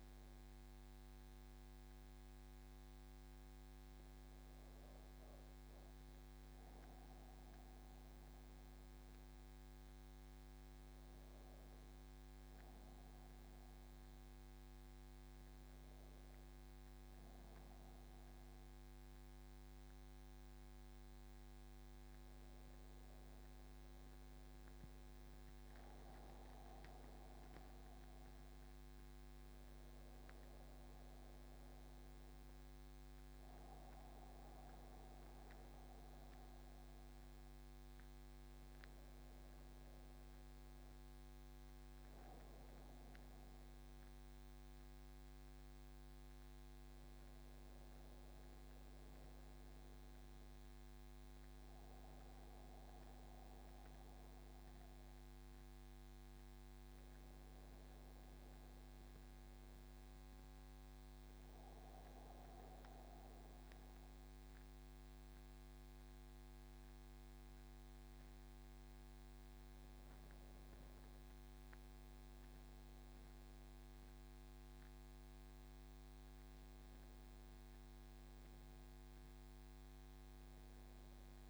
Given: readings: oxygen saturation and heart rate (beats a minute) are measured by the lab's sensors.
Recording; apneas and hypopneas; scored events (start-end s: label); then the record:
breathing in sleep, hard to hear, by a microphone on the trachea; none
65.50-81.50 s: new sleep stage, N2 (light sleep)
From the record:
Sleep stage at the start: N1 (lightest sleep); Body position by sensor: on the back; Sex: male